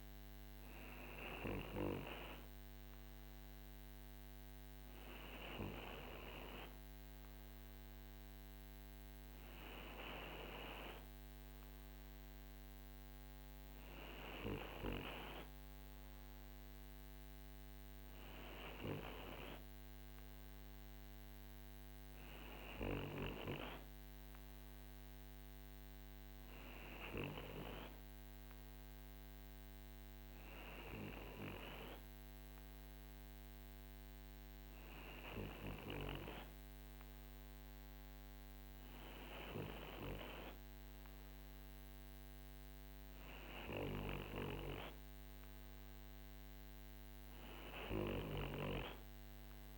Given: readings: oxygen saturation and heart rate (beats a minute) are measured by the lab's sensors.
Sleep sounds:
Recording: breathing in sleep by a microphone on the trachea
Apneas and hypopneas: none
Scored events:
none scored
From the record:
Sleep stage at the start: N2 (light sleep)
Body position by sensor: on the right side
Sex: male

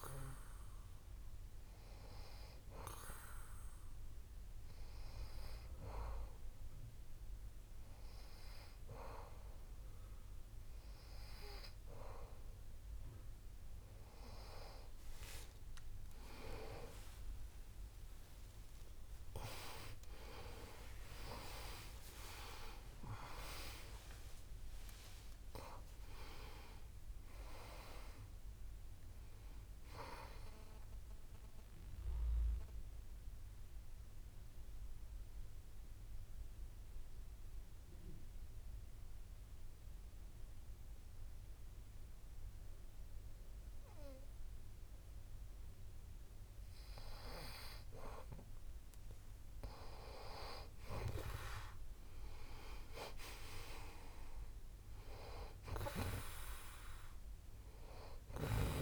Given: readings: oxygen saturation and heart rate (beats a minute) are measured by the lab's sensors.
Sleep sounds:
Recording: breathing in sleep by a room microphone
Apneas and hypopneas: 1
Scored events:
18.50-24.50 s: arousal
32.50-47.50 s: obstructive apnea (oxygen 94% before, 92% lowest)
52.50-56.50 s: arousal
From the record:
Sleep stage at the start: N2 (light sleep)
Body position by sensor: on the back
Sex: male

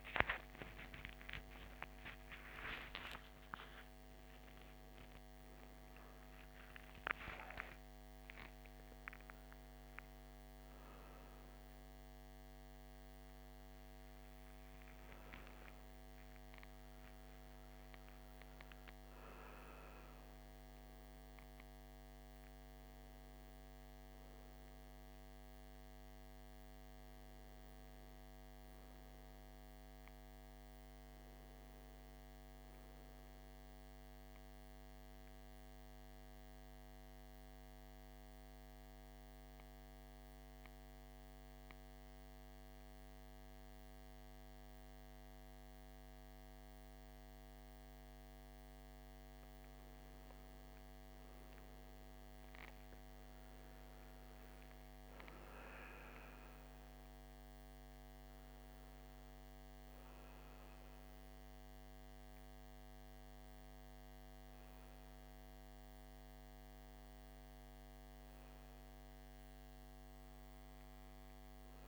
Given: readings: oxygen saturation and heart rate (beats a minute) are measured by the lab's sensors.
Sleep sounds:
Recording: breathing in sleep by a microphone on the trachea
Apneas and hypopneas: 1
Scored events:
0.00-12.00 s: oxygen desaturation (device-marked, oxygen 87% lowest, heart rate 56 extreme)
30.00-33.50 s: arousal
36.50-48.50 s: central apnea (oxygen 99% before, 90% lowest, heart rate 61 before, 57 extreme, up 10 after)
51.00-54.50 s: arousal
54.00-71.88 s: oxygen desaturation (device-marked, oxygen 98% before, 90% lowest, heart rate 58 before, 56 extreme)
From the record:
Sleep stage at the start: N1 (lightest sleep)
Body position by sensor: on the back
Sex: male

